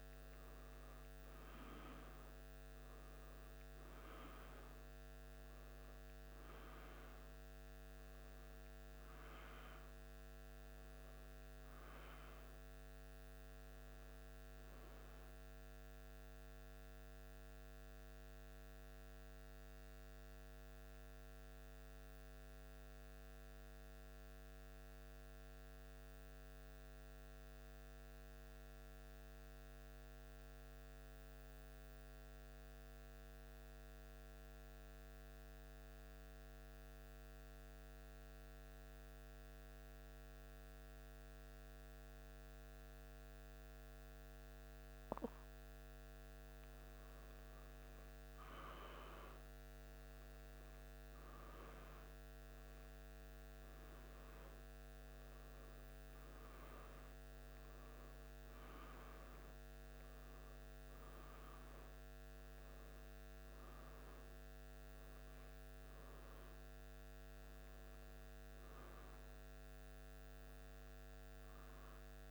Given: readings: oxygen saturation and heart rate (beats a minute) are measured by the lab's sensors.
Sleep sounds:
breathing in sleep, hard to hear, by a microphone on the trachea; 1
17.00-45.00 s: central apnea (oxygen 95% before, 95% lowest, heart rate 77 before, 73 extreme, up 3 after)
47.00-51.00 s: arousal
From the record:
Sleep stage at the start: N2 (light sleep); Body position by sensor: on the back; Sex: male

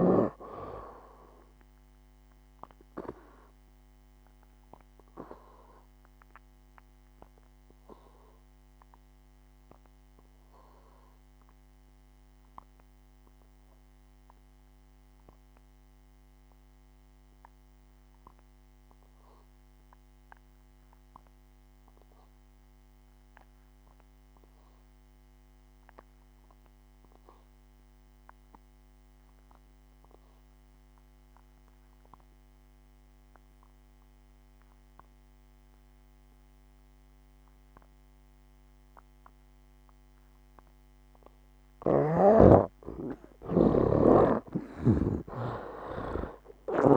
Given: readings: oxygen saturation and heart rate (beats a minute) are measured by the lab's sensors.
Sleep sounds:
breathing in sleep by a microphone on the trachea; 1
2.00-23.00 s: oxygen desaturation (device-marked, oxygen 95% before, 74% lowest, heart rate 61 before, 58 extreme)
3.50-42.00 s: obstructive apnea (oxygen 95% before, 68% lowest, heart rate 62 before, 58 extreme, up 16 after)
37.00-46.97 s: oxygen desaturation (device-marked, oxygen 96% before, 68% lowest, heart rate 60 before, 58 extreme)
42.00-45.50 s: snoring (device-marked)
From the record:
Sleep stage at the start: N2 (light sleep); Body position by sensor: on the back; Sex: male

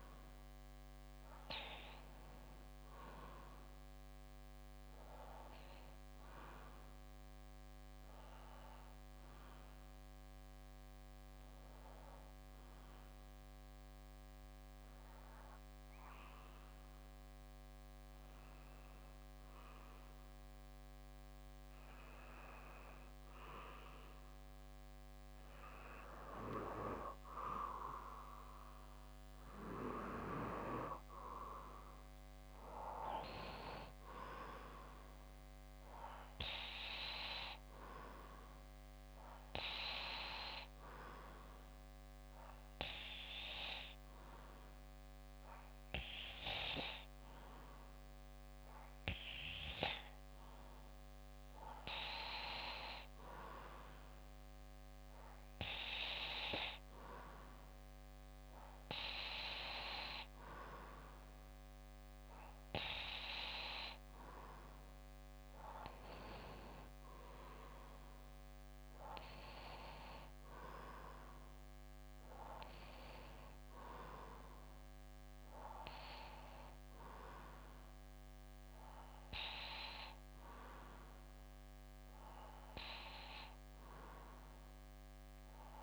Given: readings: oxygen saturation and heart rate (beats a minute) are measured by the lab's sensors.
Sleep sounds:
breathing in sleep by a microphone on the trachea; 2
4.50-26.00 s: obstructive apnea (oxygen 97% before, 91% lowest, heart rate 61 before, 59 extreme, up 2 after)
5.50-13.50 s: bradycardia (device-marked, heart rate 63 before, 59 extreme)
16.50-31.50 s: oxygen desaturation (device-marked, oxygen 95% before, 91% lowest, heart rate 60 before, 59 extreme)
20.50-23.50 s: bradycardia (device-marked, heart rate 63 before, 59 extreme)
28.00-31.00 s: arousal
36.50-47.50 s: bradycardia (device-marked, heart rate 63 before, 59 extreme)
42.00-53.50 s: obstructive apnea (oxygen 96% before, 92% lowest, heart rate 60 before, 59 extreme, up 2 after)
57.00-60.50 s: arousal
63.50-85.83 s: oxygen desaturation (device-marked, oxygen 95% before, 92% lowest, heart rate 60 before, 58 extreme)
73.50-85.83 s: bradycardia (device-marked, heart rate 63 before, 58 extreme)
From the record:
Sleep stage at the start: N2 (light sleep); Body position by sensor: on the back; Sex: male

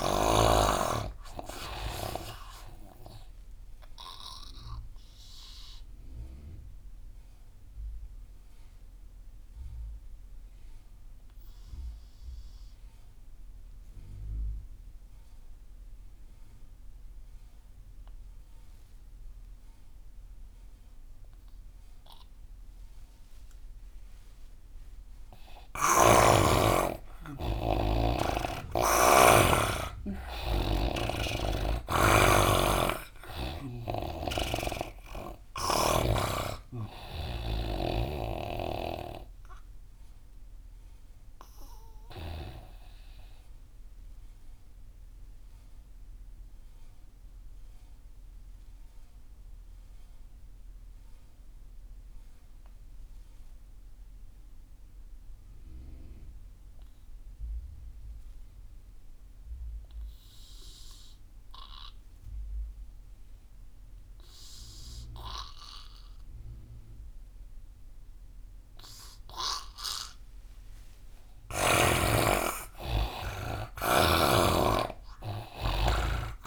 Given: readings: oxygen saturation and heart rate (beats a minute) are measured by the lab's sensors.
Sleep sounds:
breathing in sleep by a room microphone; 2
0.00-16.50 s: oxygen desaturation (device-marked, oxygen 90% lowest)
2.50-24.50 s: obstructive apnea (oxygen 99% before, 86% lowest)
25.50-30.50 s: arousal
28.50-48.50 s: oxygen desaturation (device-marked, oxygen 98% before, 89% lowest)
40.00-70.50 s: obstructive apnea (oxygen 98% before, 84% lowest)
65.50-76.47 s: oxygen desaturation (device-marked, oxygen 99% before, 84% lowest)
71.50-76.00 s: arousal
From the record:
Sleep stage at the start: N2 (light sleep); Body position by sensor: on the right side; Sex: male

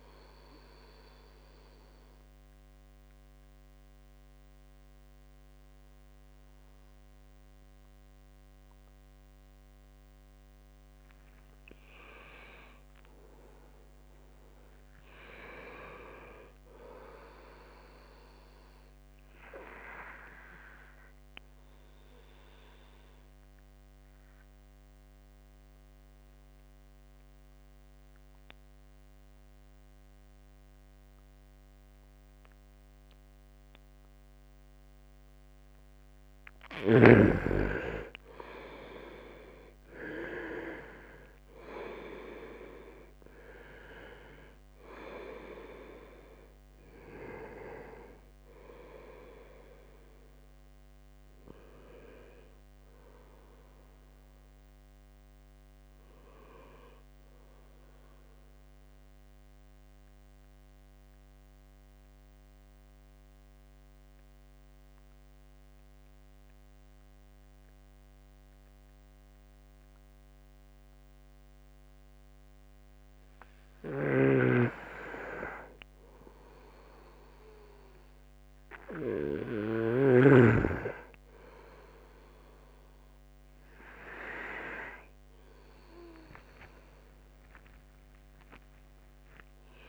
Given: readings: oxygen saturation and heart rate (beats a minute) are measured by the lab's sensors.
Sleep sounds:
breathing in sleep by a microphone on the trachea; 3
0.00-10.00 s: oxygen desaturation (device-marked, oxygen 88% lowest, heart rate 63 extreme)
0.50-10.50 s: central apnea (oxygen 96% before, 87% lowest, heart rate 68 before, 63 extreme, up 9 after)
12.00-16.00 s: arousal
19.00-32.00 s: oxygen desaturation (device-marked, oxygen 98% before, 94% lowest, heart rate 68 before, 63 extreme)
22.00-35.00 s: obstructive apnea (oxygen 98% before, 87% lowest, heart rate 67 before, 63 extreme, up 6 after)
37.00-41.50 s: arousal
39.00-64.00 s: oxygen desaturation (device-marked, oxygen 95% before, 87% lowest, heart rate 65 before, 63 extreme)
59.00-73.00 s: central apnea (oxygen 95% before, 87% lowest, heart rate 69 before, 63 extreme, up 4 after)
73.50-80.00 s: snoring (device-marked)
75.00-78.50 s: arousal
83.00-89.89 s: oxygen desaturation (device-marked, oxygen 98% before, 89% lowest, heart rate 64 before, 63 extreme)
87.00-89.00 s: long interval between heartbeats (device-marked, heart rate 66 before, 87 extreme)
From the record:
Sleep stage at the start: N2 (light sleep); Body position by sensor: on the right side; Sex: male

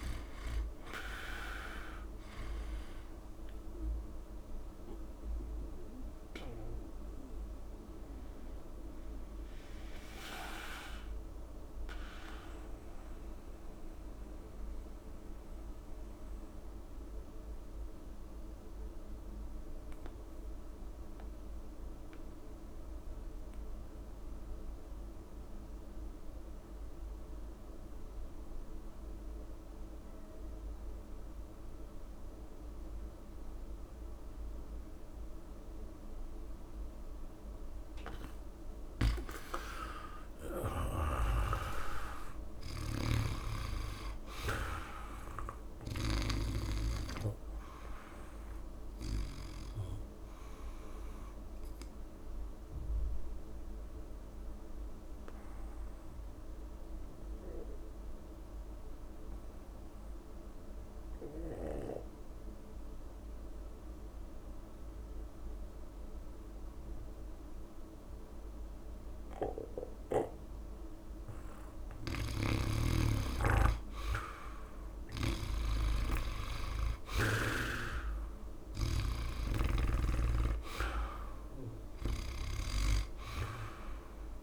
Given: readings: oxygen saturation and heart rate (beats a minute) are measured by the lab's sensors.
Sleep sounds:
breathing in sleep by a room microphone; 2
0.00-16.50 s: oxygen desaturation (device-marked, oxygen 88% lowest)
3.00-5.00 s: long interval between heartbeats (device-marked, heart rate 52 before, 34 extreme)
4.50-36.50 s: mixed apnea (oxygen 99% before, 88% lowest)
21.00-23.00 s: long interval between heartbeats (device-marked)
24.50-26.50 s: long interval between heartbeats (device-marked, heart rate 31 before, 75 extreme)
27.00-29.00 s: long interval between heartbeats (device-marked, heart rate 35 before, 76 extreme)
33.50-63.50 s: oxygen desaturation (device-marked, oxygen 98% before, 88% lowest, heart rate 51 before, 49 extreme)
39.00-41.00 s: long interval between heartbeats (device-marked, heart rate 67 before, 75 extreme)
40.00-44.50 s: arousal
40.50-49.50 s: snoring (device-marked)
45.00-47.00 s: long interval between heartbeats (device-marked, heart rate 73 before, 49 extreme)
52.50-72.00 s: mixed apnea (oxygen 98% before, 87% lowest, heart rate 68 before, 67 extreme, up 14 after)
71.50-77.50 s: snoring (device-marked)
71.50-84.43 s: oxygen desaturation (device-marked, oxygen 98% before, 88% lowest, heart rate 72 before, 67 extreme)
75.00-78.50 s: arousal
77.00-79.00 s: long interval between heartbeats (device-marked, heart rate 71 before, 80 extreme)
79.50-84.43 s: snoring (device-marked)
80.50-82.50 s: long interval between heartbeats (device-marked, heart rate 73 before, 97 extreme)
From the record:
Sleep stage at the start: N2 (light sleep); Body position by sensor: on the back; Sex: male

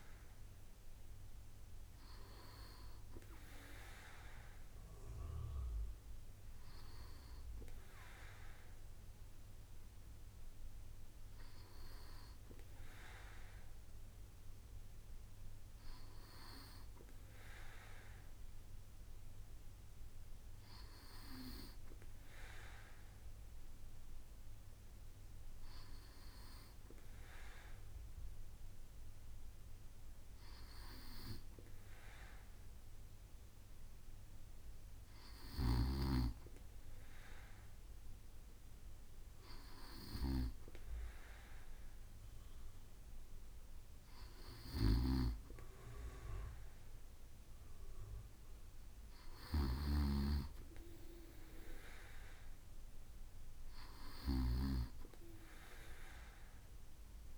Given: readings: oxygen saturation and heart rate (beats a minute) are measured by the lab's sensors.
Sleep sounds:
breathing in sleep by a room microphone; none
44.50-54.50 s: snoring (device-marked)
From the record:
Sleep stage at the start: N2 (light sleep); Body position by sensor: on the right side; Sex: male

